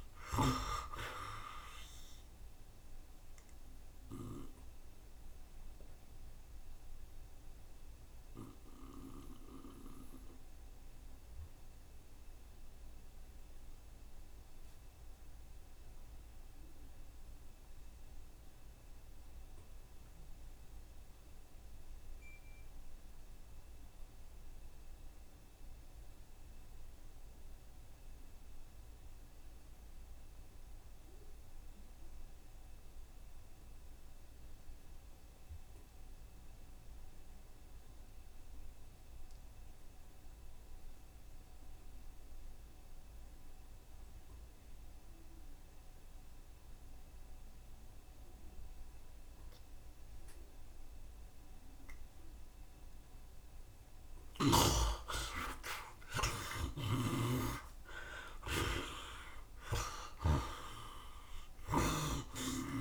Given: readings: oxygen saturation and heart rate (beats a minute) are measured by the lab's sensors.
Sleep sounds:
breathing in sleep by a room microphone; 1
0.00-19.00 s: oxygen desaturation (device-marked, oxygen 56% lowest, heart rate 68 extreme)
4.50-53.50 s: mixed apnea (oxygen 87% before, 52% lowest, heart rate 78 before, 68 extreme, up 4 after)
24.00-56.00 s: oxygen desaturation (device-marked, oxygen 88% before, 59% lowest, heart rate 72 before, 70 extreme)
55.00-60.00 s: arousal
57.00-62.50 s: snoring (device-marked)
61.00-62.81 s: oxygen desaturation (device-marked, oxygen 60% before, 52% lowest, heart rate 75 before, 70 extreme)
From the record:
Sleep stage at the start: N2 (light sleep); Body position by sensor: on the right side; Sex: male

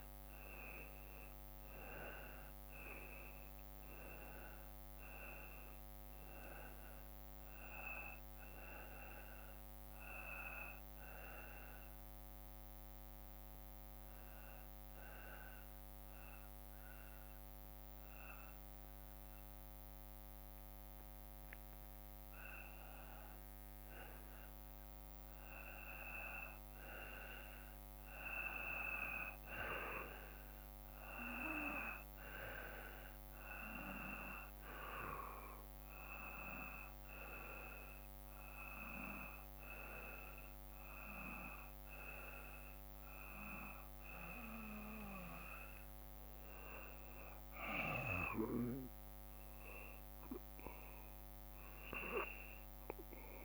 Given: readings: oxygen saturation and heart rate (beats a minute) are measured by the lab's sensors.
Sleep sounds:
breathing in sleep by a microphone on the trachea; 1
11.00-23.00 s: hypopnea (oxygen 94% before, 87% lowest, heart rate 56 before, 53 extreme, up 22 after)
21.50-23.50 s: long interval between heartbeats (device-marked, heart rate 55 before, 72 extreme)
24.50-28.50 s: arousal
32.00-44.00 s: oxygen desaturation (device-marked, oxygen 95% before, 91% lowest, heart rate 61 before, 54 extreme)
49.00-53.00 s: arousal
From the record:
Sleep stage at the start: N2 (light sleep); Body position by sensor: on the back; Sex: male

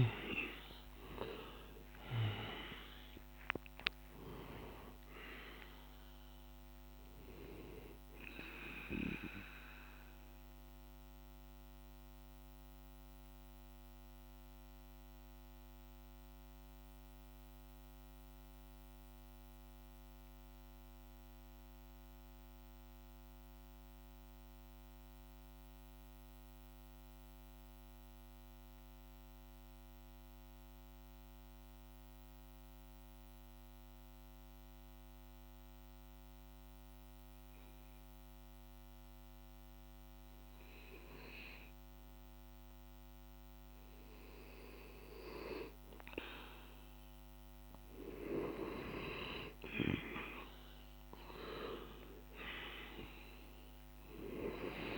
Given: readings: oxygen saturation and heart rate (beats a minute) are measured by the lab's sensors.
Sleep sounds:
breathing in sleep by a microphone on the trachea; 1
0.00-20.00 s: oxygen desaturation (device-marked, oxygen 89% lowest, heart rate 46 extreme)
8.00-41.50 s: mixed apnea (oxygen 99% before, 89% lowest, heart rate 59 before, 46 extreme, up 6 after)
38.00-54.98 s: oxygen desaturation (device-marked, oxygen 99% before, 90% lowest, heart rate 47 before, 48 extreme)
46.50-51.00 s: arousal
From the record:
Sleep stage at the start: N2 (light sleep); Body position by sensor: on the back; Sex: male

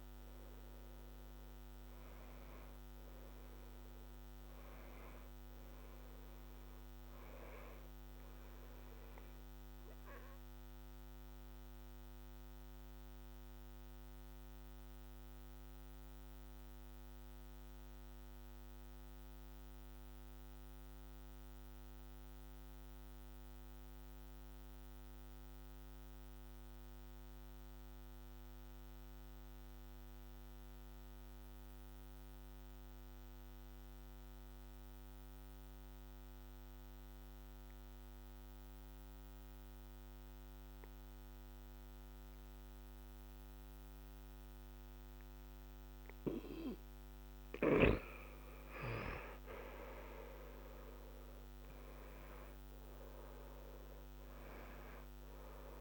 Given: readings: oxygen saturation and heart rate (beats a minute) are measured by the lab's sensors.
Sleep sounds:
breathing in sleep, hard to hear, by a microphone on the trachea; 1
0.00-28.00 s: oxygen desaturation (device-marked, oxygen 87% lowest, heart rate 64 extreme)
10.00-44.50 s: mixed apnea (oxygen 96% before, 85% lowest, heart rate 70 before, 64 extreme, up 6 after)
42.00-55.81 s: oxygen desaturation (device-marked, oxygen 98% before, 85% lowest, heart rate 65 before, 64 extreme)
47.50-51.50 s: arousal
From the record:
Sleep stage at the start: N2 (light sleep); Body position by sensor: on the back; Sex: male

